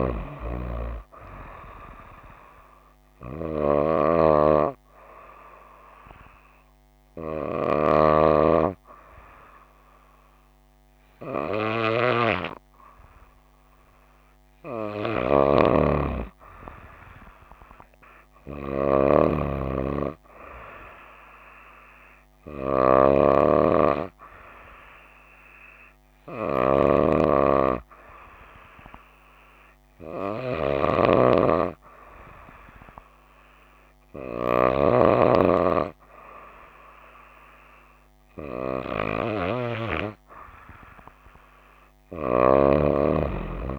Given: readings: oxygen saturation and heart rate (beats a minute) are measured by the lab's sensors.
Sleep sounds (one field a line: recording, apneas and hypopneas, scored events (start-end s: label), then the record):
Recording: breathing in sleep by a microphone on the trachea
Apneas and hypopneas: none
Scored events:
none scored
From the record:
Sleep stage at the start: N2 (light sleep)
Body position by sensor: on the right side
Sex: female